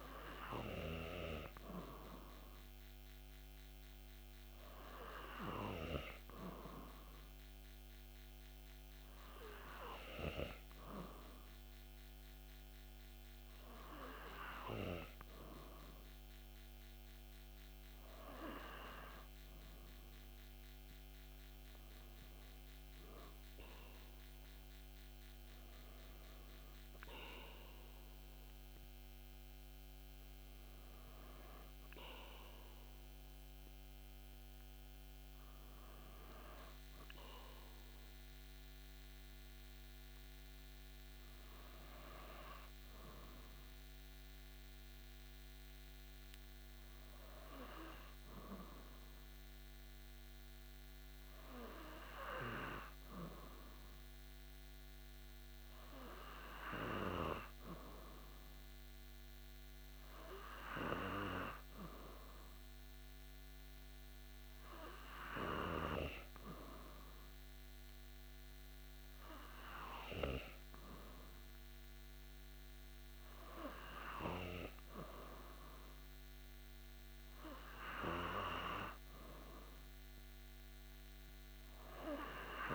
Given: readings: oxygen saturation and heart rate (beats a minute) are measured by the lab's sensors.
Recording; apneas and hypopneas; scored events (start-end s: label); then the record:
breathing in sleep by a microphone on the trachea; none
none scored
From the record:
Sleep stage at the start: N2 (light sleep); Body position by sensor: on the back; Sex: male